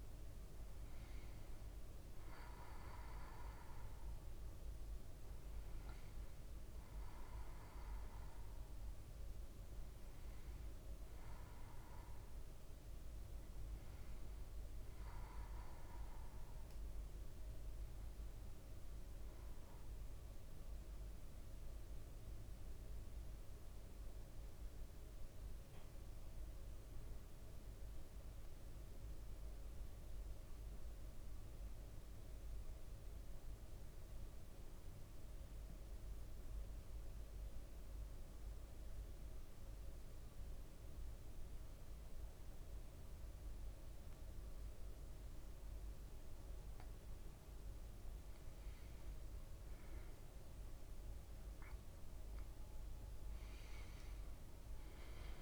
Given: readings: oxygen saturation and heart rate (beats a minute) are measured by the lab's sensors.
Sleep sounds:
breathing in sleep, hard to hear, by a room microphone; 1
0.00-15.50 s: oxygen desaturation (device-marked, oxygen 93% lowest, heart rate 56 extreme)
15.50-18.50 s: arousal
22.00-46.50 s: central apnea (oxygen 100% before, 95% lowest, heart rate 57 before, 56 extreme, up 4 after)
48.00-52.00 s: arousal
52.50-55.41 s: new sleep stage, N1 (lightest sleep)
52.50-55.41 s: oxygen desaturation (device-marked, oxygen 100% before, 96% lowest, heart rate 57 before, 55 extreme)
From the record:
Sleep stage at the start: N2 (light sleep); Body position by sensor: on the back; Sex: male

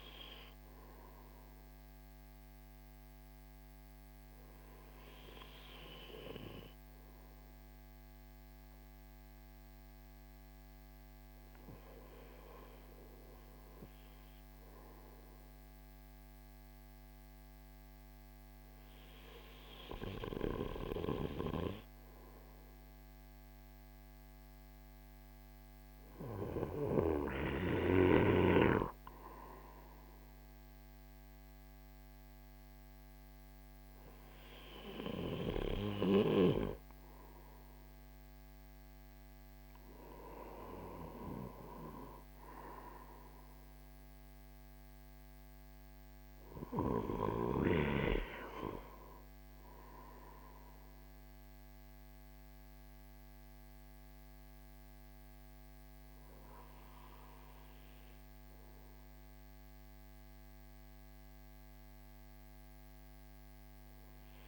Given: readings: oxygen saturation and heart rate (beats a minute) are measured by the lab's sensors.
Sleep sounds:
breathing in sleep by a microphone on the trachea; none
20.00-26.00 s: snoring (device-marked)
43.50-64.48 s: new sleep stage, REM sleep
From the record:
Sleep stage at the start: N2 (light sleep); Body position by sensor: on the right side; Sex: male

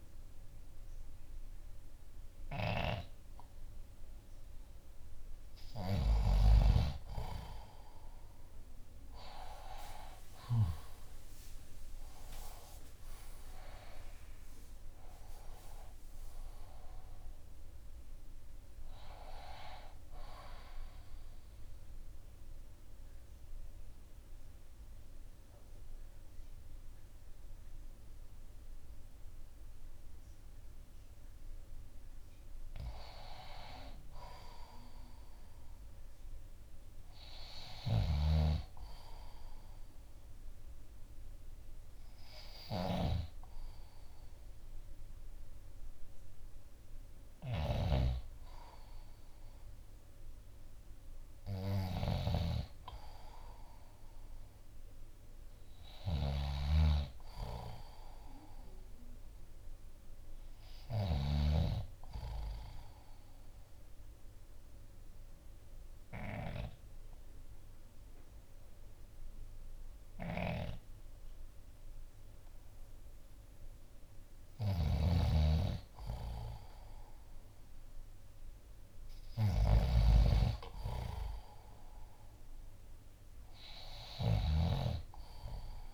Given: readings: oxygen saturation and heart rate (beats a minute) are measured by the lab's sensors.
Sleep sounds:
breathing in sleep by a room microphone; 2
0.00-6.00 s: snoring (device-marked)
8.50-22.50 s: drop in pulse transit time (device-marked, heart rate 60 before, 61 extreme)
12.50-16.50 s: arousal
21.00-32.50 s: central apnea (oxygen 93% before, 89% lowest, heart rate 64 before, 57 extreme, up 5 after)
34.00-36.50 s: arousal
37.50-61.00 s: snoring (device-marked)
45.50-57.50 s: oxygen desaturation (device-marked, oxygen 98% before, 93% lowest, heart rate 59 before, 57 extreme)
63.50-75.00 s: obstructive apnea (oxygen 98% before, 89% lowest, heart rate 60 before, 57 extreme, up 2 after)
65.50-78.50 s: oxygen desaturation (device-marked, oxygen 95% before, 91% lowest, heart rate 60 before, 57 extreme)
70.00-85.93 s: snoring (device-marked)
77.00-80.50 s: arousal
From the record:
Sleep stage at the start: N2 (light sleep); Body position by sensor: on the back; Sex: male

